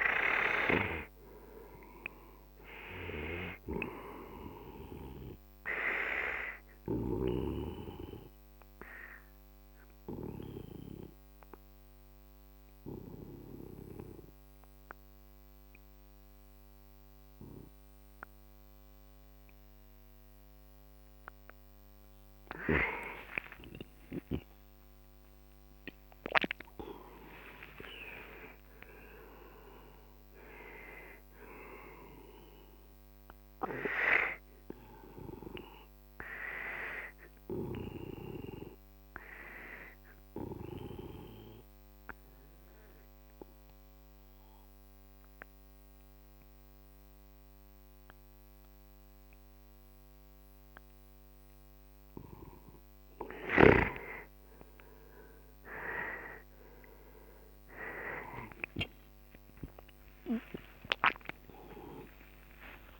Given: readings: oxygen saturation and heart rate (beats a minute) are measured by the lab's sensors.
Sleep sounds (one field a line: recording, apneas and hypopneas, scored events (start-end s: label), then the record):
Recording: breathing in sleep by a microphone on the trachea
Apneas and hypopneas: 2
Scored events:
0.00-1.00 s: arousal
0.00-21.00 s: oxygen desaturation (device-marked, oxygen 92% lowest, heart rate 47 extreme)
8.50-21.00 s: obstructive apnea (oxygen 98% before, 91% lowest, heart rate 59 before, 50 extreme, up 47 after)
23.00-27.00 s: arousal
35.00-52.50 s: obstructive apnea (oxygen 98% before, 91% lowest, heart rate 69 before, 52 extreme, up 14 after)
57.00-63.00 s: oxygen desaturation (device-marked, oxygen 97% before, 91% lowest, heart rate 55 before, 52 extreme)
58.00-63.00 s: arousal
From the record:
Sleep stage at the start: N2 (light sleep)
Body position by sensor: on the right side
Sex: male